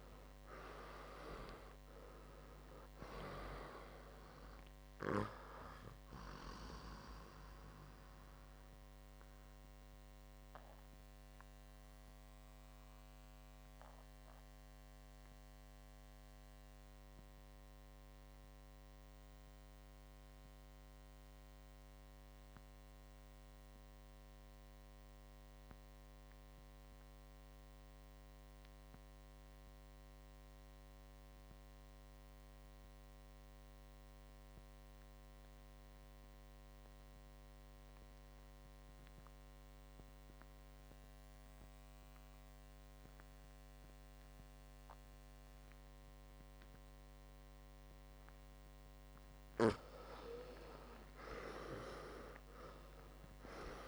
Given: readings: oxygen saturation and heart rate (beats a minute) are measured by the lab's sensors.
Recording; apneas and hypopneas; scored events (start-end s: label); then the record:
breathing in sleep by a microphone on the trachea; 1
0.00-5.50 s: oxygen desaturation (device-marked, oxygen 92% lowest, heart rate 54 extreme)
7.50-26.50 s: oxygen desaturation (device-marked, oxygen 95% before, 85% lowest, heart rate 56 before, 54 extreme)
8.50-47.00 s: obstructive apnea (oxygen 99% before, 85% lowest, heart rate 57 before, 49 extreme, up 4 after)
43.50-53.88 s: oxygen desaturation (device-marked, oxygen 99% before, 85% lowest, heart rate 58 before, 49 extreme)
49.50-53.50 s: arousal
From the record:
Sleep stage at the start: REM sleep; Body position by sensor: on the right side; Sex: male